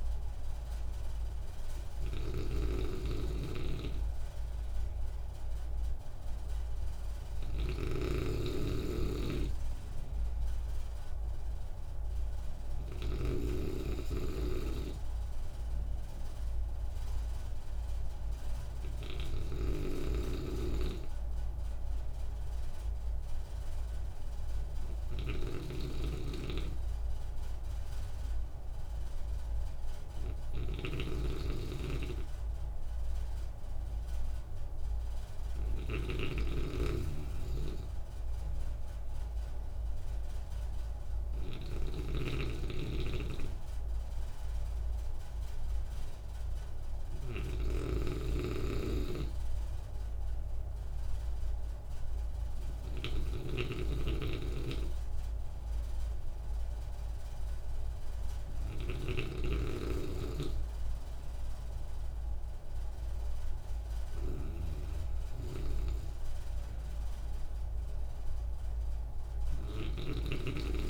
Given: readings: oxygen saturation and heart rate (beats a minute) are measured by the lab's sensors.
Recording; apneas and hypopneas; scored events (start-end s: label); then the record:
breathing in sleep by a room microphone; none
0.00-70.90 s: snoring (device-marked)
From the record:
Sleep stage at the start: N2 (light sleep); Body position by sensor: on the right side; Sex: male